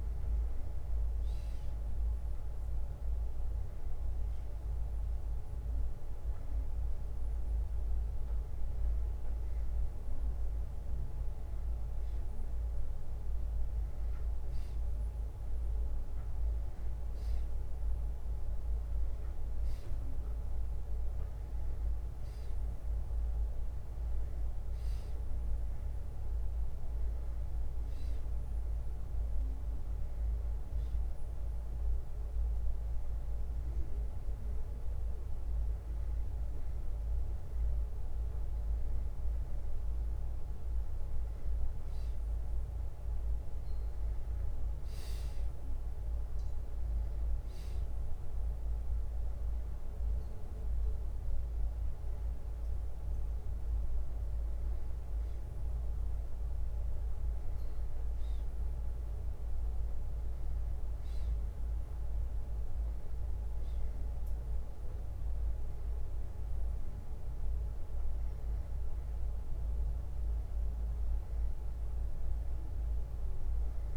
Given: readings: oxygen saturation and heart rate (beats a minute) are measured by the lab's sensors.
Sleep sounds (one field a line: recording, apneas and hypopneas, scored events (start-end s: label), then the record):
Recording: breathing in sleep, hard to hear, by a room microphone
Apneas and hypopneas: none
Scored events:
66.00-73.00 s: bradycardia (device-marked, heart rate 63 before, 55 extreme)
From the record:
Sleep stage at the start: N2 (light sleep)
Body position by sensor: on the back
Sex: male